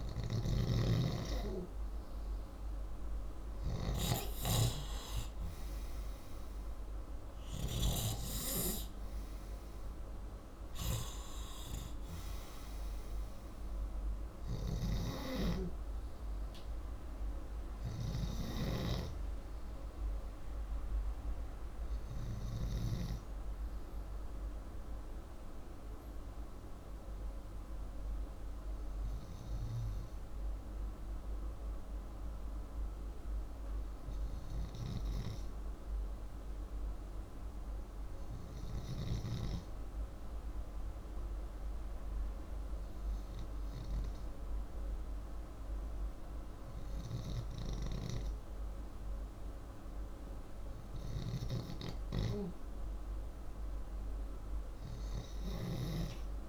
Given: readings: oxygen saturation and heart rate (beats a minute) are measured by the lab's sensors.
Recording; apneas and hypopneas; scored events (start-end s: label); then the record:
breathing in sleep by a room microphone; 1
0.00-1.00 s: arousal
0.00-4.00 s: snoring (device-marked)
25.50-46.50 s: hypopnea (oxygen 98% before, 92% lowest, heart rate 62 before, 54 extreme, up 3 after)
36.00-44.00 s: oxygen desaturation (device-marked, oxygen 98% before, 92% lowest, heart rate 61 before, 54 extreme)
49.00-52.00 s: arousal
56.00-56.49 s: new sleep stage, REM sleep
From the record:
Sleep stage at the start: N2 (light sleep); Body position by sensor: upright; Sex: male